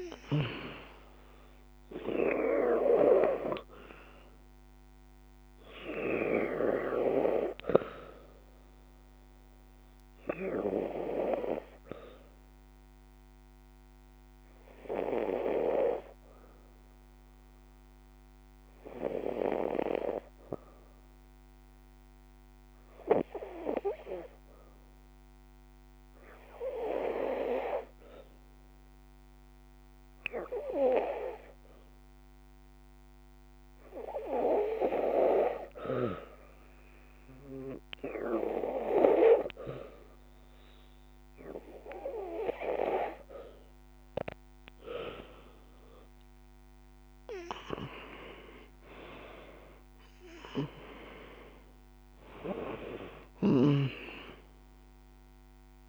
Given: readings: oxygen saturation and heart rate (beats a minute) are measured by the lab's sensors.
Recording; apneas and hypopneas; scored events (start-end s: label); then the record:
breathing in sleep by a microphone on the trachea; 1
3.50-43.00 s: obstructive apnea (oxygen 97% before, 85% lowest, heart rate 60 before, 53 extreme, up 10 after)
11.00-28.00 s: oxygen desaturation (device-marked, oxygen 96% before, 89% lowest, heart rate 59 before, 55 extreme)
42.00-55.89 s: oxygen desaturation (device-marked, oxygen 94% before, 86% lowest, heart rate 60 before, 52 extreme)
45.50-50.00 s: arousal
52.50-55.89 s: snoring (device-marked)
From the record:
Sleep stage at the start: N2 (light sleep); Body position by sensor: on the back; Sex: female